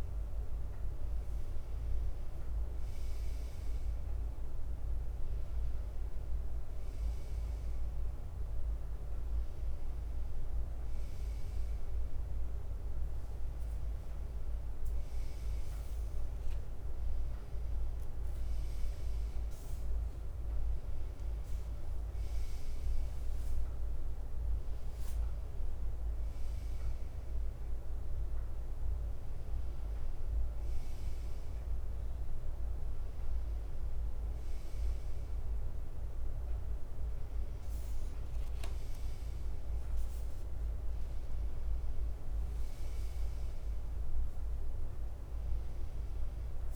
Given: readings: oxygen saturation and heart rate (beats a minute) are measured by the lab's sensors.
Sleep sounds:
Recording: breathing in sleep, hard to hear, by a room microphone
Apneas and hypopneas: none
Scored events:
12.50-16.50 s: leg movement (device-marked)
19.50-21.00 s: leg movement (device-marked)
22.50-26.00 s: leg movement (device-marked)
From the record:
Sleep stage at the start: N2 (light sleep)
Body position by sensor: on the right side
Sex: male

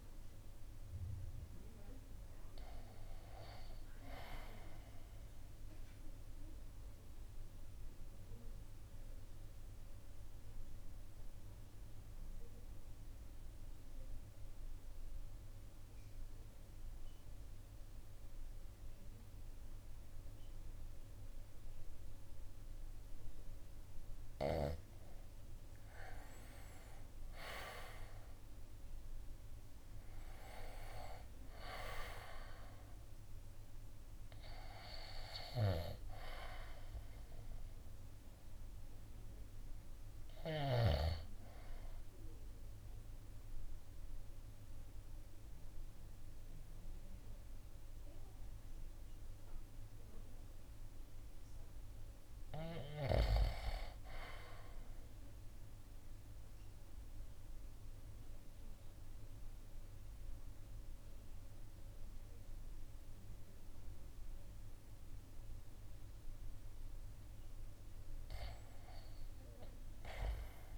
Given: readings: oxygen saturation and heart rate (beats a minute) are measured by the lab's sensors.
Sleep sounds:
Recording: breathing in sleep by a room microphone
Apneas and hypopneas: 3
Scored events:
6.00-25.00 s: obstructive apnea (oxygen 98% before, 85% lowest, heart rate 58 before, 52 extreme, up 15 after)
16.00-28.00 s: oxygen desaturation (device-marked, oxygen 97% before, 93% lowest, heart rate 57 before, 52 extreme)
27.00-31.50 s: arousal
39.00-57.00 s: oxygen desaturation (device-marked, oxygen 94% before, 85% lowest, heart rate 59 before, 55 extreme)
41.50-52.00 s: obstructive apnea (oxygen 96% before, 85% lowest, heart rate 60 before, 55 extreme, up 1 after)
53.00-55.00 s: arousal
56.50-66.50 s: obstructive apnea (oxygen 94% before, 88% lowest, heart rate 58 before, 53 extreme, up 1 after)
68.00-69.50 s: arousal
From the record:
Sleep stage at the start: REM sleep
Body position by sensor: on the right side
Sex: male

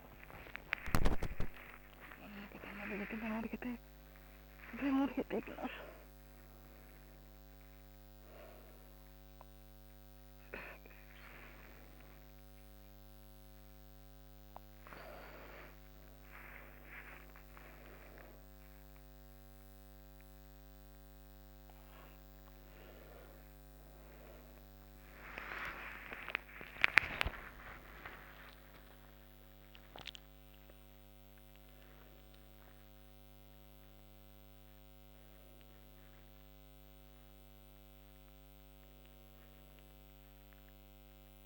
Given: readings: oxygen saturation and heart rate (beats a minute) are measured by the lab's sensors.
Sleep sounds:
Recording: a person awake in a sleep study, by a microphone on the trachea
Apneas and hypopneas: none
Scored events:
33.50-41.46 s: new sleep stage, N1 (lightest sleep)
From the record:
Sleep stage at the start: awake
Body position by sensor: on the back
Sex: female

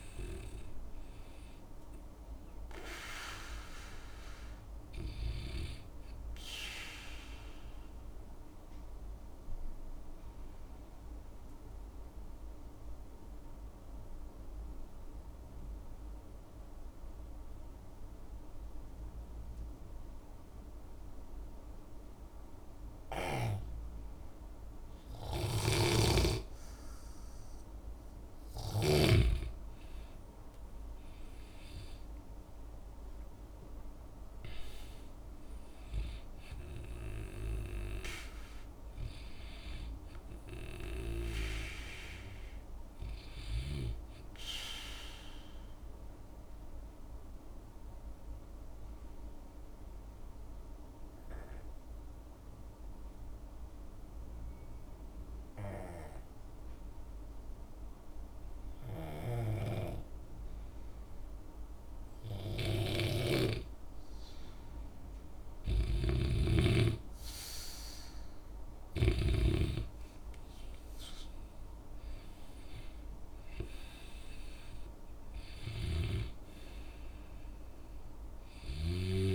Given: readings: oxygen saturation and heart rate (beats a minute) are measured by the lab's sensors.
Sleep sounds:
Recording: breathing in sleep by a room microphone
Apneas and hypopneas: 2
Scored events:
0.50-8.50 s: oxygen desaturation (device-marked, oxygen 96% before, 93% lowest, heart rate 67 before, 58 extreme)
8.00-26.00 s: mixed apnea (oxygen 96% before, 90% lowest, heart rate 67 before, 59 extreme, up 7 after)
25.50-29.00 s: snoring (device-marked)
29.50-55.50 s: oxygen desaturation (device-marked, oxygen 97% before, 92% lowest, heart rate 64 before, 59 extreme)
31.50-35.00 s: arousal
46.50-66.00 s: obstructive apnea (oxygen 97% before, 90% lowest, heart rate 67 before, 60 extreme, up 9 after)
66.00-69.50 s: snoring (device-marked)
68.50-71.50 s: arousal
68.50-79.35 s: oxygen desaturation (device-marked, oxygen 97% before, 90% lowest, heart rate 61 before, 61 extreme)
From the record:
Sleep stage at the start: N2 (light sleep)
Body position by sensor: on the back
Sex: male

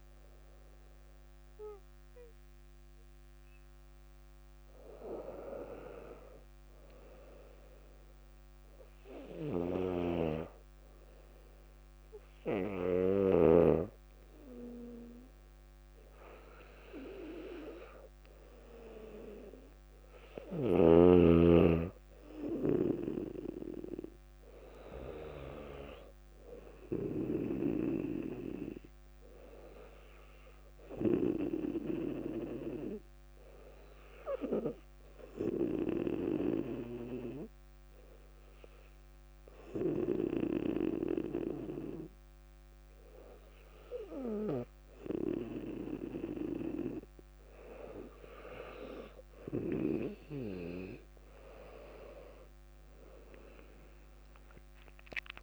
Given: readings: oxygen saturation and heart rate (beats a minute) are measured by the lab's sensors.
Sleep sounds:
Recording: breathing in sleep by a microphone on the trachea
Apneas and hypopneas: 2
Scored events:
0.00-2.50 s: oxygen desaturation (device-marked, oxygen 94% lowest, heart rate 54 extreme)
0.50-17.50 s: hypopnea (oxygen 99% before, 96% lowest, heart rate 60 before, 55 extreme, up 5 after)
21.00-24.50 s: arousal
32.00-47.00 s: obstructive apnea (oxygen 100% before, 96% lowest, heart rate 62 before, 58 extreme, up 7 after)
51.50-55.43 s: arousal
From the record:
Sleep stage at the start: N2 (light sleep)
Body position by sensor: on the back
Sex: female

